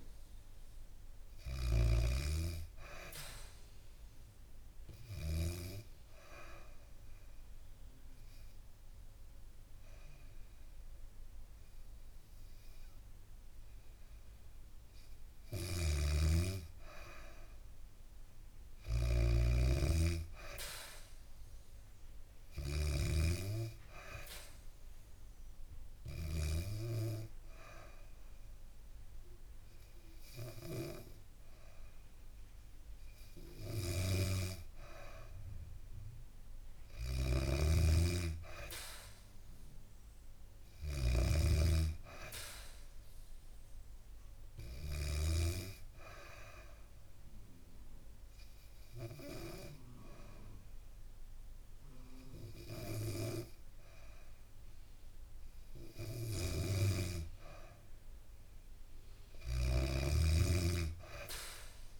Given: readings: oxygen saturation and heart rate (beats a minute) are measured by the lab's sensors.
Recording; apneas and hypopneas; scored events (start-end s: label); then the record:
breathing in sleep by a room microphone; 3
0.00-1.50 s: snoring (device-marked)
0.00-17.50 s: oxygen desaturation (device-marked, oxygen 93% lowest, heart rate 67 extreme)
4.00-15.00 s: obstructive apnea (oxygen 97% before, 92% lowest, heart rate 70 before, 69 extreme, up 2 after)
15.50-23.00 s: snoring (device-marked)
17.50-20.50 s: arousal
19.50-35.50 s: oxygen desaturation (device-marked, oxygen 97% before, 93% lowest, heart rate 71 before, 67 extreme)
23.50-34.50 s: obstructive apnea (oxygen 97% before, 92% lowest, heart rate 71 before, 67 extreme)
33.50-45.00 s: snoring (device-marked)
38.50-41.50 s: arousal
46.00-56.00 s: obstructive apnea (oxygen 97% before, 92% lowest, heart rate 70 before, 69 extreme, up 2 after)
58.50-61.50 s: arousal
59.00-61.99 s: snoring (device-marked)
From the record:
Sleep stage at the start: N2 (light sleep); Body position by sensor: on the back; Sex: female